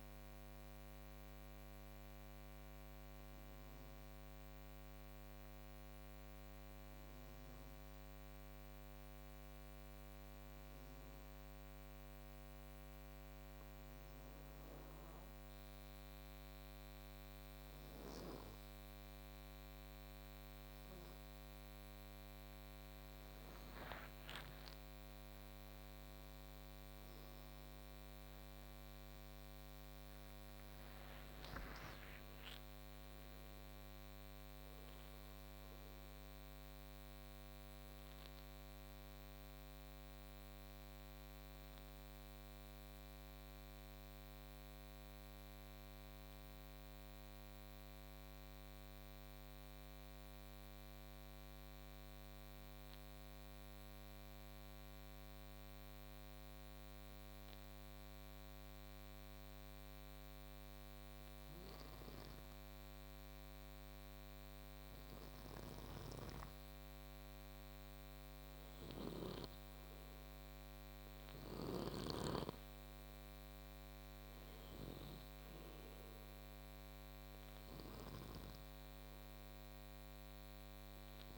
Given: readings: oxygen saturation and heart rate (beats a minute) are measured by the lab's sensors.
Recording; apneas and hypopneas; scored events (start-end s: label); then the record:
breathing in sleep, hard to hear, by a microphone on the trachea; 2
0.00-1.00 s: arousal
3.00-21.50 s: obstructive apnea (oxygen 93% before, 91% lowest, heart rate 57 before, 52 extreme, up 25 after)
22.50-36.50 s: oxygen desaturation (device-marked, oxygen 97% before, 92% lowest, heart rate 54 before, 50 extreme)
24.00-30.50 s: arousal
42.50-63.00 s: obstructive apnea (heart rate 68 before, 50 extreme, up 9 after)
65.50-69.00 s: snoring (device-marked)
67.50-72.00 s: arousal
From the record:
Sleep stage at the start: N2 (light sleep); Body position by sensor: on the back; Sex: male